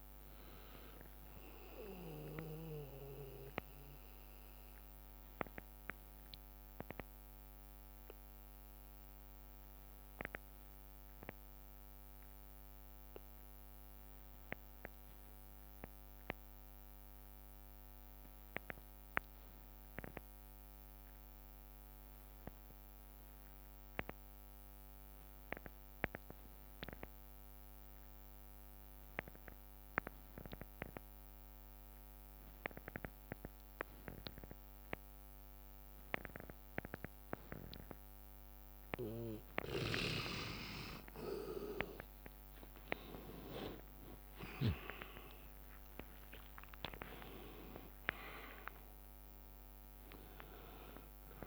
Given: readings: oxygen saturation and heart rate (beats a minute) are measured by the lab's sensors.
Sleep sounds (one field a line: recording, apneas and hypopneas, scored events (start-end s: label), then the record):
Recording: breathing in sleep by a microphone on the trachea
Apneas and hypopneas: 1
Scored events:
0.00-3.00 s: drop in pulse transit time (device-marked, heart rate 62 extreme)
0.00-15.00 s: oxygen desaturation (device-marked, oxygen 86% lowest, heart rate 53 extreme)
1.00-13.00 s: bradycardia (device-marked, heart rate 66 before, 53 extreme)
3.50-40.00 s: obstructive apnea (oxygen 98% before, 85% lowest, heart rate 74 before, 53 extreme, up 59 after)
31.00-51.47 s: oxygen desaturation (device-marked, oxygen 99% before, 85% lowest, heart rate 60 before, 53 extreme)
43.00-47.50 s: arousal
43.00-49.00 s: tachycardia (device-marked, heart rate 65 before, 119 extreme)
44.00-51.47 s: drop in pulse transit time (device-marked, heart rate 61 before, 62 extreme)
46.50-48.50 s: long interval between heartbeats (device-marked, heart rate 63 before, 114 extreme)
From the record:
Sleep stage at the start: N2 (light sleep)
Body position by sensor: on the back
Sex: male